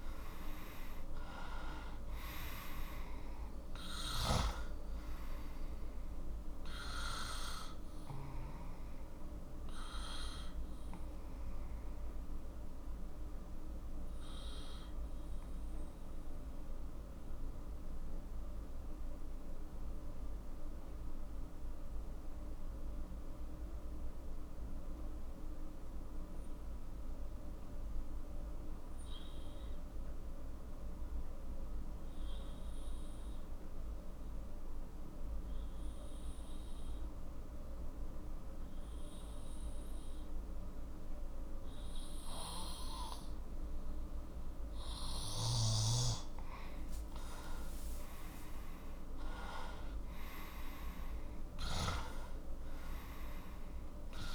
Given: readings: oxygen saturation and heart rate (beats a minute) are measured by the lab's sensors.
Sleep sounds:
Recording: breathing in sleep by a room microphone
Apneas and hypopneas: 1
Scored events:
0.00-1.50 s: arousal
2.50-20.50 s: oxygen desaturation (device-marked, oxygen 98% before, 89% lowest, heart rate 50 before, 38 extreme)
8.00-43.50 s: obstructive apnea (oxygen 99% before, 89% lowest, heart rate 53 before, 38 extreme, up 9 after)
38.50-50.50 s: oxygen desaturation (device-marked, oxygen 98% before, 93% lowest, heart rate 44 before, 38 extreme)
47.00-51.00 s: arousal
From the record:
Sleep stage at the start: N2 (light sleep)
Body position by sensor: on the back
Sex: male

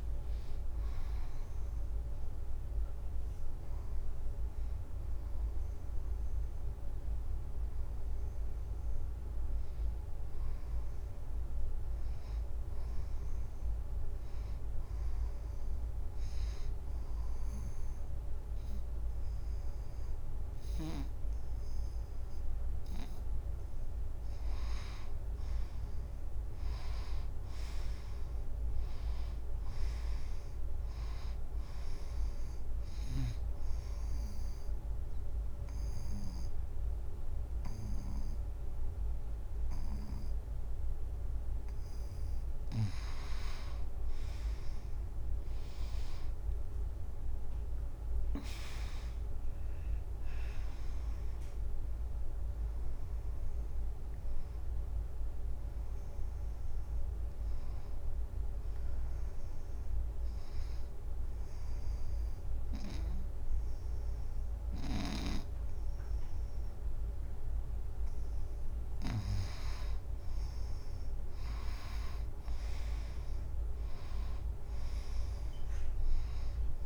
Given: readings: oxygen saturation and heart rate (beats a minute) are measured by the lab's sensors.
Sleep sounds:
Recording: breathing in sleep, hard to hear, by a room microphone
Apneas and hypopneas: 3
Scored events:
0.00-2.50 s: arousal
3.50-19.50 s: oxygen desaturation (device-marked, oxygen 92% before, 85% lowest, heart rate 92 before, 79 extreme)
15.00-25.50 s: obstructive apnea (oxygen 93% before, 86% lowest, heart rate 96 before, 79 extreme, up 7 after)
26.50-30.00 s: arousal
31.50-43.50 s: oxygen desaturation (device-marked, oxygen 97% before, 87% lowest, heart rate 86 before, 81 extreme)
33.50-43.50 s: obstructive apnea (oxygen 98% before, 87% lowest, heart rate 86 before, 81 extreme, up 10 after)
45.50-50.00 s: arousal
52.50-63.50 s: oxygen desaturation (device-marked, oxygen 96% before, 88% lowest, heart rate 89 before, 80 extreme)
60.00-70.00 s: obstructive apnea (oxygen 96% before, 87% lowest, heart rate 91 before, 77 extreme, up 12 after)
71.50-75.00 s: arousal
72.50-76.86 s: oxygen desaturation (device-marked, oxygen 97% before, 87% lowest, heart rate 88 before, 77 extreme)
From the record:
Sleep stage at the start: N2 (light sleep)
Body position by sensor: on the right side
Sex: female

